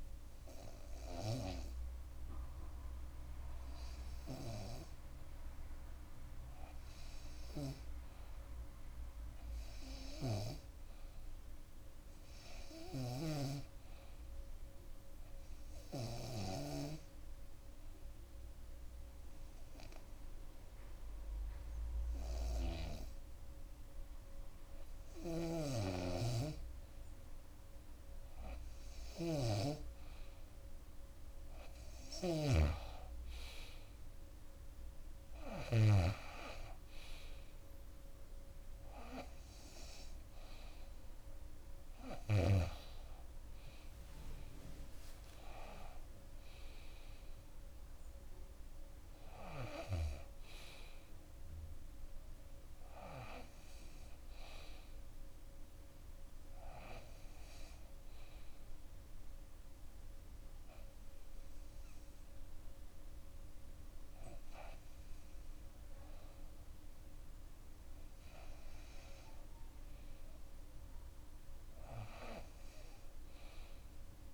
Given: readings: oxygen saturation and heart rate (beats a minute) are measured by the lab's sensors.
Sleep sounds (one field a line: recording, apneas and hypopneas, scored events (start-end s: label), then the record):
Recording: breathing in sleep by a room microphone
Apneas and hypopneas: 2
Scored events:
4.50-9.50 s: arousal
12.50-16.50 s: snoring (device-marked)
15.00-26.50 s: obstructive apnea (oxygen 97% before, 92% lowest, heart rate 62 before, 60 extreme, up 6 after)
24.50-32.00 s: snoring (device-marked)
25.50-74.34 s: new sleep stage, N2 (light sleep)
29.00-34.00 s: arousal
38.50-49.50 s: oxygen desaturation (device-marked, oxygen 96% before, 92% lowest, heart rate 63 before, 56 extreme)
58.00-68.00 s: hypopnea (oxygen 96% before, 94% lowest, heart rate 68 before, 56 extreme, up 6 after)
59.50-70.50 s: bradycardia (device-marked, heart rate 64 before, 56 extreme)
72.50-74.34 s: arousal
From the record:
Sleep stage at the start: REM sleep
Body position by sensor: on the back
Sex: female